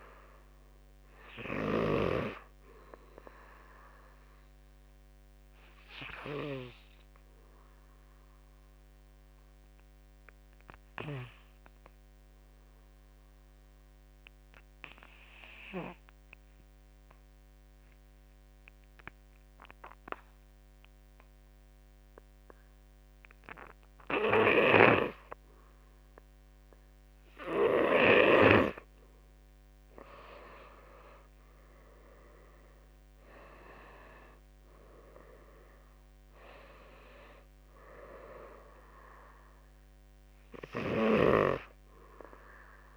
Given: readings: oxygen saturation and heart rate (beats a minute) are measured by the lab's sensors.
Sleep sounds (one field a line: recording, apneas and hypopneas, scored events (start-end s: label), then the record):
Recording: breathing in sleep by a microphone on the trachea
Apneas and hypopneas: 1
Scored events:
0.00-8.50 s: oxygen desaturation (device-marked, oxygen 88% lowest, heart rate 49 extreme)
0.00-17.50 s: drop in pulse transit time (device-marked, heart rate 49 extreme)
4.00-25.50 s: obstructive apnea (oxygen 98% before, 88% lowest, heart rate 57 before, 46 extreme, up 15 after)
19.50-42.97 s: oxygen desaturation (device-marked, oxygen 98% before, 88% lowest, heart rate 55 before, 46 extreme)
29.50-34.00 s: arousal
31.50-42.97 s: drop in pulse transit time (device-marked, heart rate 56 before, 49 extreme)
From the record:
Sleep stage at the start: N2 (light sleep)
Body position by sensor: on the back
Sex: male